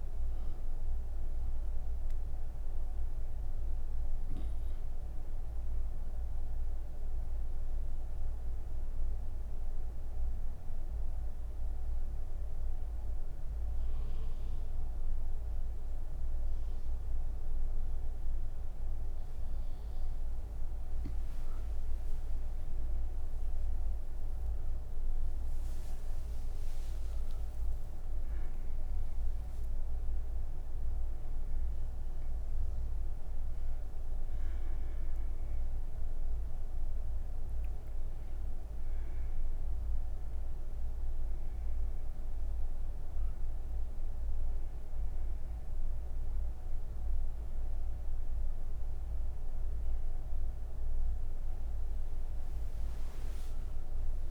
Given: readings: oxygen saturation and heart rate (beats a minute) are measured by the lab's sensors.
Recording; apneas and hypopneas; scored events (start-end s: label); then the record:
breathing in sleep, hard to hear, by a room microphone; 1
7.00-20.50 s: obstructive apnea (oxygen 97% before, 92% lowest)
From the record:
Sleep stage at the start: N3 (deep sleep); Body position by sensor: on the right side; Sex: female